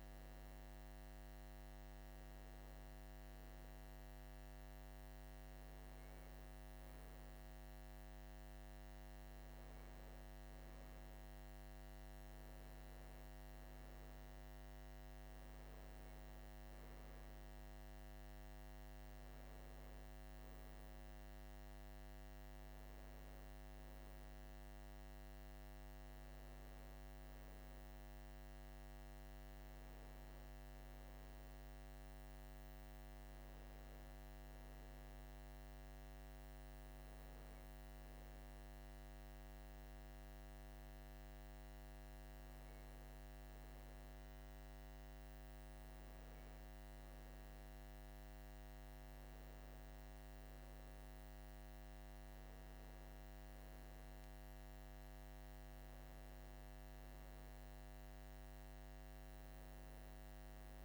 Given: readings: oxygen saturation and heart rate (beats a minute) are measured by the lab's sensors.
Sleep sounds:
breathing in sleep, hard to hear, by a microphone on the trachea; none
38.50-60.85 s: new sleep stage, N3 (deep sleep)
From the record:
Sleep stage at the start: N2 (light sleep); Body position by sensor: on the right side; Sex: male

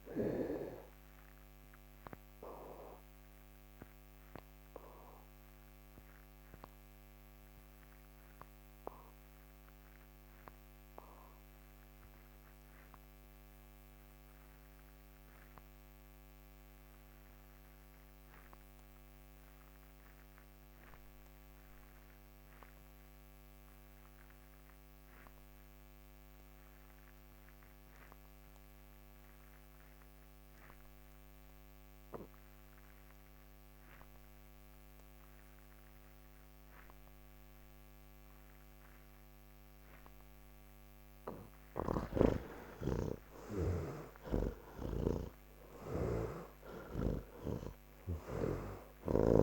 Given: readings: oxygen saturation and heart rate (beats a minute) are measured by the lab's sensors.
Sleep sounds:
breathing in sleep by a microphone on the trachea; 1
0.00-19.50 s: oxygen desaturation (device-marked, oxygen 66% lowest, heart rate 57 extreme)
2.00-40.50 s: mixed apnea (oxygen 88% before, 66% lowest, heart rate 119 before, 67 extreme, up 27 after)
21.50-49.43 s: new sleep stage, N1 (lightest sleep)
21.50-49.43 s: oxygen desaturation (device-marked, oxygen 97% before, 68% lowest, heart rate 88 before, 78 extreme)
From the record:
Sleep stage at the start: N3 (deep sleep); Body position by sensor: on the back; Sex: male

